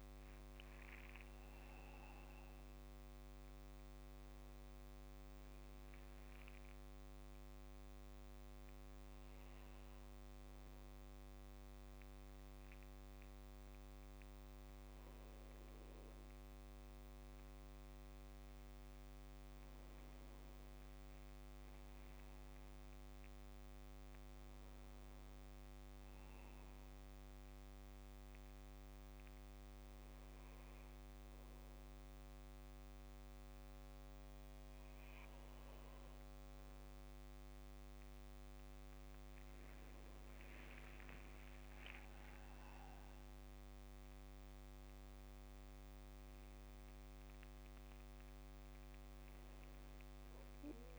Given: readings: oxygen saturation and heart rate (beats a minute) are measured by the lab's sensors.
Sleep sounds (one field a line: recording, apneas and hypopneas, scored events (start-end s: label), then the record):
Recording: a person partly awake in a sleep study, hard to hear, by a microphone on the trachea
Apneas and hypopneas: 1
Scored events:
4.50-34.50 s: new sleep stage, N1 (lightest sleep)
28.50-40.00 s: hypopnea (oxygen 96% before, 93% lowest, heart rate 66 before, 62 extreme, up 36 after)
34.50-50.99 s: new sleep stage, N2 (light sleep)
41.50-45.00 s: arousal
42.00-44.00 s: long interval between heartbeats (device-marked, heart rate 70 before, 97 extreme)
From the record:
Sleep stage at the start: awake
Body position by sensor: on the back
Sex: male